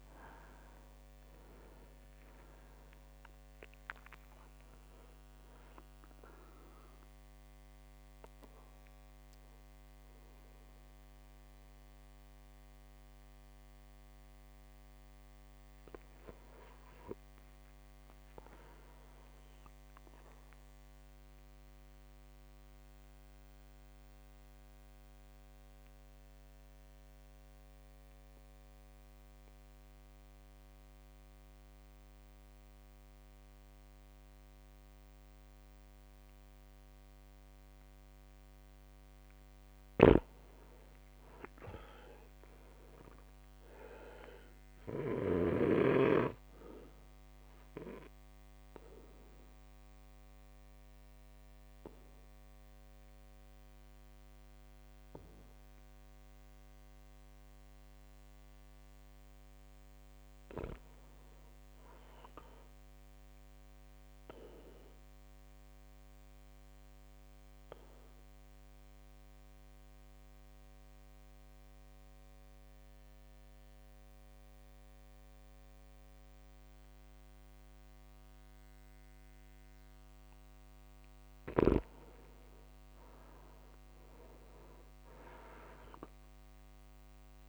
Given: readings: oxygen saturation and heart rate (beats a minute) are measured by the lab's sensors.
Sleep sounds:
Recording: breathing in sleep by a microphone on the trachea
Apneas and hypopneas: 4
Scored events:
0.00-7.00 s: drop in pulse transit time (device-marked, heart rate 58 extreme)
1.00-24.00 s: oxygen desaturation (device-marked, oxygen 99% before, 92% lowest, heart rate 60 before, 54 extreme)
5.00-15.00 s: obstructive apnea (oxygen 100% before, 92% lowest, heart rate 60 before, 54 extreme, up 15 after)
16.50-19.00 s: arousal
17.00-19.00 s: long interval between heartbeats (device-marked, heart rate 59 before, 62 extreme)
21.00-39.00 s: mixed apnea (oxygen 99% before, 94% lowest, heart rate 59 before, 54 extreme, up 5 after)
40.00-45.50 s: snoring (device-marked)
41.00-43.50 s: arousal
45.50-58.00 s: obstructive apnea (oxygen 100% before, 94% lowest, heart rate 56 before, 52 extreme, up 13 after)
47.00-69.00 s: oxygen desaturation (device-marked, oxygen 99% before, 94% lowest, heart rate 56 before, 52 extreme)
60.50-62.50 s: long interval between heartbeats (device-marked, heart rate 57 before, 66 extreme)
61.00-64.00 s: arousal
67.00-81.50 s: obstructive apnea (oxygen 99% before, 94% lowest, heart rate 60 before, 52 extreme, up 17 after)
72.50-74.50 s: long interval between heartbeats (device-marked, heart rate 60 before, 60 extreme)
81.50-83.50 s: long interval between heartbeats (device-marked, heart rate 59 before, 67 extreme)
81.50-87.49 s: snoring (device-marked)
84.00-87.49 s: arousal
From the record:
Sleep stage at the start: N2 (light sleep)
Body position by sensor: on the back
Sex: male

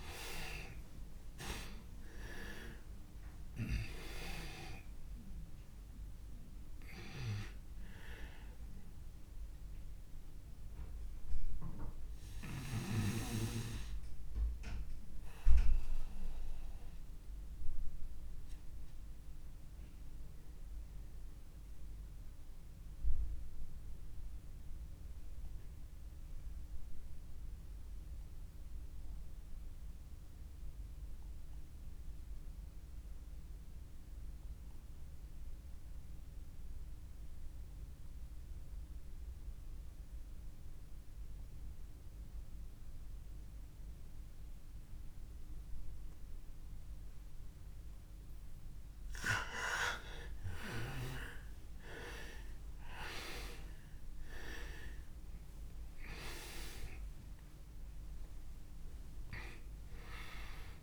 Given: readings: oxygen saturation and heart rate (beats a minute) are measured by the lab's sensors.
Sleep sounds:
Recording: breathing in sleep by a room microphone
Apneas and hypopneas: 1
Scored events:
0.00-30.00 s: oxygen desaturation (device-marked, oxygen 79% lowest)
9.50-48.50 s: obstructive apnea (oxygen 94% before, 79% lowest)
50.00-60.83 s: oxygen desaturation (device-marked, oxygen 98% before, 86% lowest)
51.00-53.00 s: arousal
From the record:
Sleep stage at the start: N2 (light sleep)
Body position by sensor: on the back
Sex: male

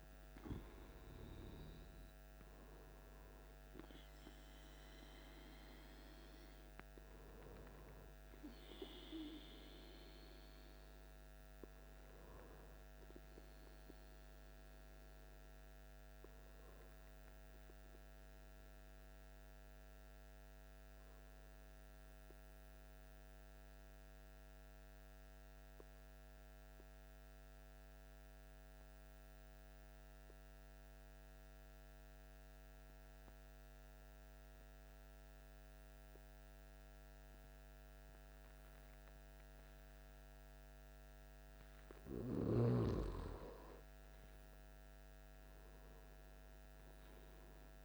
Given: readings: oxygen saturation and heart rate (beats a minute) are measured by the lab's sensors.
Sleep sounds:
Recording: breathing in sleep by a microphone on the trachea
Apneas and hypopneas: 1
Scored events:
0.00-13.00 s: oxygen desaturation (device-marked, oxygen 99% before, 95% lowest, heart rate 57 before, 54 extreme)
18.00-43.00 s: obstructive apnea (oxygen 99% before, 95% lowest, heart rate 58 before, 54 extreme, up 9 after)
45.50-47.84 s: arousal
From the record:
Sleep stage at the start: N2 (light sleep)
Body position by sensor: on the back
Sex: male

